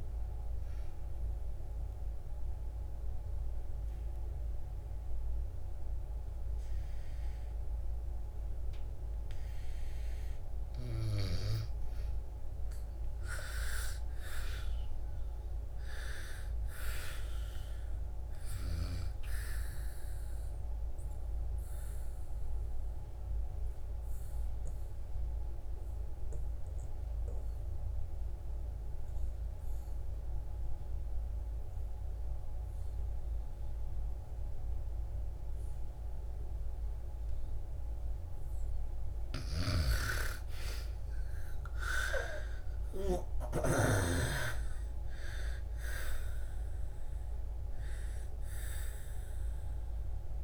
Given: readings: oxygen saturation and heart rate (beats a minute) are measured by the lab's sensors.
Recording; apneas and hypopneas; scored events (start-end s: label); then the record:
breathing in sleep by a room microphone; 2
0.00-5.50 s: oxygen desaturation (device-marked, oxygen 81% lowest, heart rate 59 extreme)
1.50-11.50 s: obstructive apnea (oxygen 94% before, 82% lowest, heart rate 64 before, 61 extreme, up 6 after)
13.00-16.50 s: arousal
19.50-32.50 s: oxygen desaturation (device-marked, oxygen 97% before, 88% lowest, heart rate 66 before, 61 extreme)
21.00-37.50 s: obstructive apnea (oxygen 98% before, 80% lowest, heart rate 66 before, 57 extreme, up 6 after)
40.50-44.50 s: arousal
41.50-50.44 s: oxygen desaturation (device-marked, oxygen 97% before, 82% lowest, heart rate 65 before, 57 extreme)
From the record:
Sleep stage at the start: N2 (light sleep); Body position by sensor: on the back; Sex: female